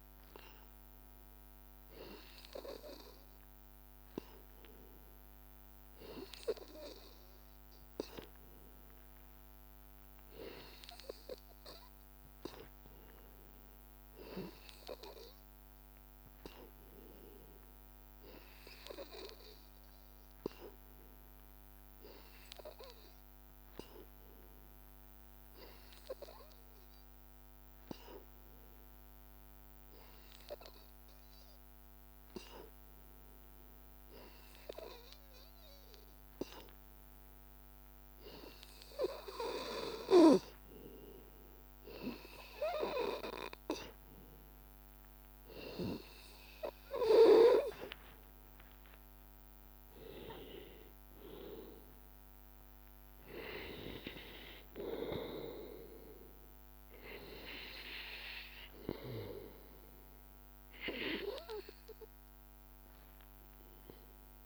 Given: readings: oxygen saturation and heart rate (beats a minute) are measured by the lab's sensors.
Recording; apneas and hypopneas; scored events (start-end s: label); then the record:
breathing in sleep by a microphone on the trachea; 1
23.00-26.50 s: arousal
29.00-49.00 s: hypopnea (oxygen 94% before, 89% lowest, heart rate 84 before, 83 extreme, up 3 after)
38.50-64.46 s: oxygen desaturation (device-marked, oxygen 93% before, 89% lowest, heart rate 84 before, 83 extreme)
51.50-54.00 s: arousal
From the record:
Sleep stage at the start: N2 (light sleep); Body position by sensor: on the back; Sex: male